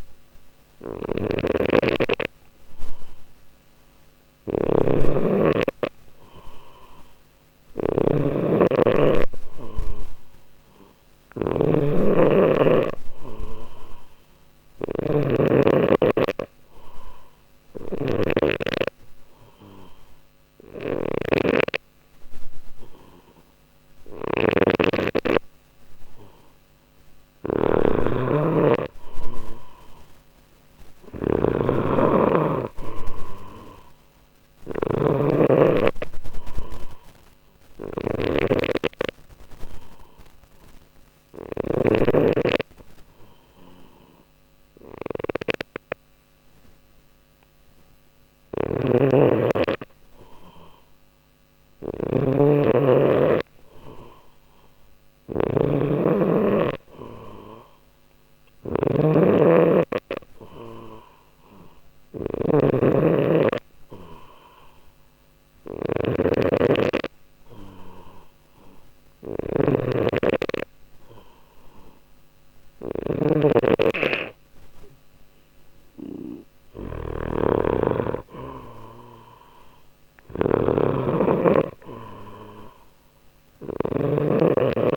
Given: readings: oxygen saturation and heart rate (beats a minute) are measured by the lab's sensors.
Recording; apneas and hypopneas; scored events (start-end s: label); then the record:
breathing in sleep by a microphone on the trachea; 3
0.00-1.50 s: arousal
0.00-41.50 s: snoring (device-marked)
1.00-14.00 s: oxygen desaturation (device-marked, oxygen 95% before, 92% lowest, heart rate 60 before, 60 extreme)
17.50-27.50 s: obstructive apnea (oxygen 95% before, 91% lowest, heart rate 60 before, 59 extreme, up 2 after)
29.50-33.00 s: arousal
37.50-48.50 s: obstructive apnea (oxygen 95% before, 91% lowest, heart rate 61 before, 60 extreme, up 1 after)
48.00-84.97 s: snoring (device-marked)
51.00-55.00 s: arousal
56.00-70.00 s: oxygen desaturation (device-marked, oxygen 94% before, 91% lowest, heart rate 60 before, 60 extreme)
65.50-76.00 s: obstructive apnea (oxygen 94% before, 91% lowest, heart rate 60 before, 60 extreme, up 0 after)
78.50-82.00 s: arousal
From the record:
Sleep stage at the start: N2 (light sleep); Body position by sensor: on the left side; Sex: male